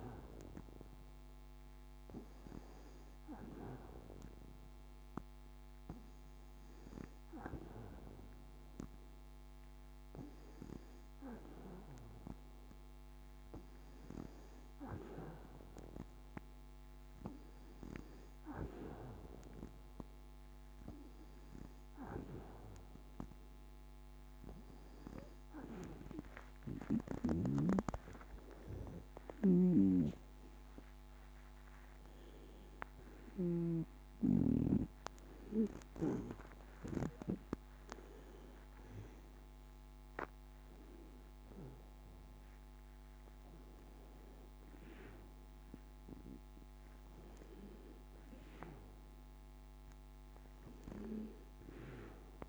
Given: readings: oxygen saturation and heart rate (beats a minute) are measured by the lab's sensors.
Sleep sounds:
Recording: a person partly awake in a sleep study, by a microphone on the trachea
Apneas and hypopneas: none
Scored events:
29.50-35.00 s: snoring (device-marked)
30.50-52.49 s: new sleep stage, awake
From the record:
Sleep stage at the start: N2 (light sleep)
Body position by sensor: on the back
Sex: female

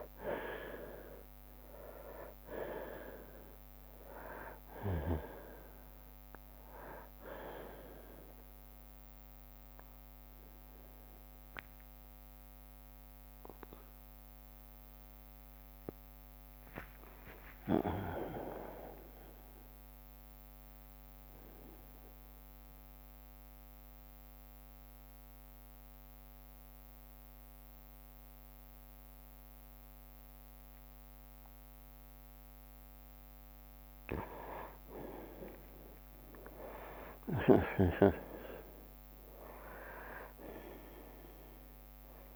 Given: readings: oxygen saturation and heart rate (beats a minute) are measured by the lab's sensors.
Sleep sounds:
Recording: breathing in sleep by a microphone on the trachea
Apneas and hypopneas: 1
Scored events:
0.00-12.50 s: drop in pulse transit time (device-marked, heart rate 67 extreme)
0.00-24.50 s: oxygen desaturation (device-marked, oxygen 89% lowest, heart rate 60 extreme)
15.50-17.50 s: long interval between heartbeats (device-marked, heart rate 69 before, 69 extreme)
16.00-20.00 s: arousal
21.50-33.50 s: obstructive apnea (oxygen 98% before, 90% lowest, heart rate 70 before, 60 extreme, up 5 after)
35.50-40.00 s: arousal
From the record:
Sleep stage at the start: N2 (light sleep)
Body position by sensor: on the right side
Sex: male

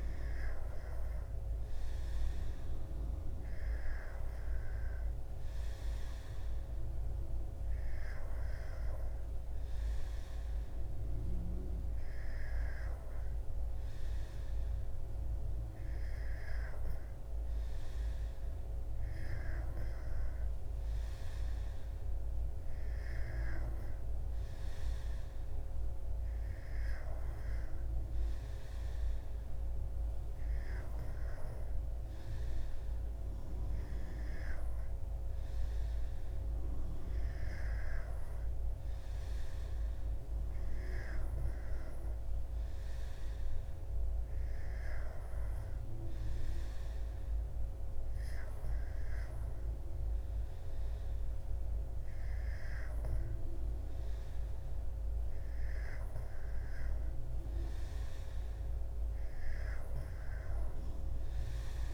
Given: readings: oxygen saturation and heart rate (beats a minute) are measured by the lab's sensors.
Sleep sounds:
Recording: breathing in sleep, hard to hear, by a room microphone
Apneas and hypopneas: none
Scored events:
none scored
From the record:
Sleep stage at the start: N2 (light sleep)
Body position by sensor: on the back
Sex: male

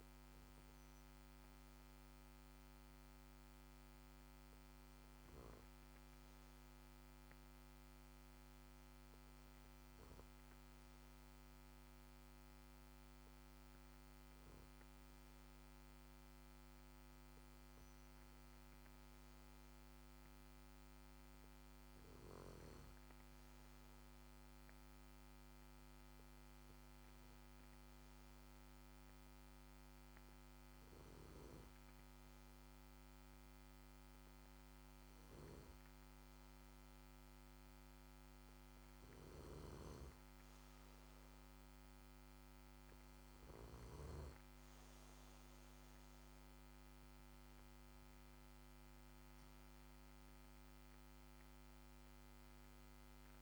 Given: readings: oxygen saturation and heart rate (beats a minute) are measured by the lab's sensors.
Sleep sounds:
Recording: breathing in sleep, hard to hear, by a microphone on the trachea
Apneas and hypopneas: 1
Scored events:
2.50-41.00 s: obstructive apnea (oxygen 95% before, 94% lowest, heart rate 54 before, 53 extreme, up 4 after)
39.00-44.00 s: snoring (device-marked)
42.50-47.00 s: arousal
From the record:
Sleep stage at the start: N2 (light sleep)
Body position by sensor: on the back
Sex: male

